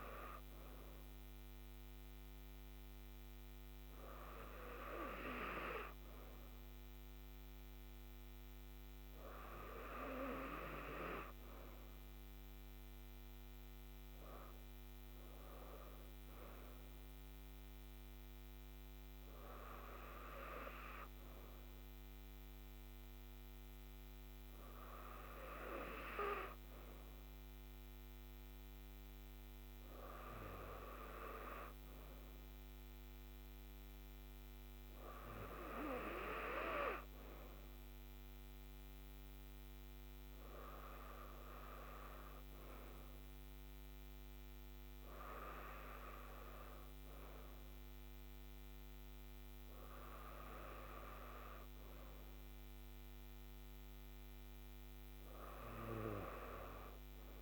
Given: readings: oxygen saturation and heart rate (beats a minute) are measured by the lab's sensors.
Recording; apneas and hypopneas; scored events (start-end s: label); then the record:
breathing in sleep by a microphone on the trachea; none
none scored
From the record:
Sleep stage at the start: N2 (light sleep); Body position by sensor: on the right side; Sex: female